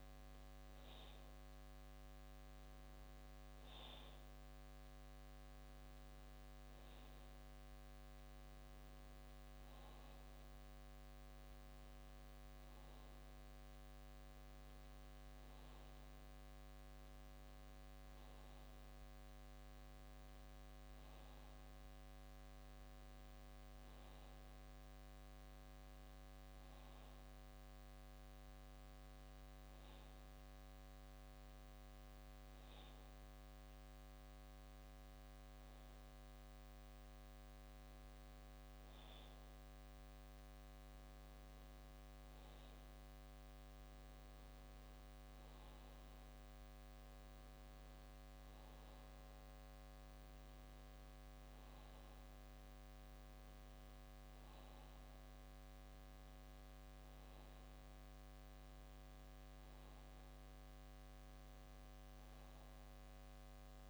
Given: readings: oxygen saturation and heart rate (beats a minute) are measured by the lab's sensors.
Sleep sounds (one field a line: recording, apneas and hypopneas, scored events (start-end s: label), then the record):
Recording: breathing in sleep, hard to hear, by a microphone on the trachea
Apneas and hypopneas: none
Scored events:
none scored
From the record:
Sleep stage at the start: REM sleep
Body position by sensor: on the back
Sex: male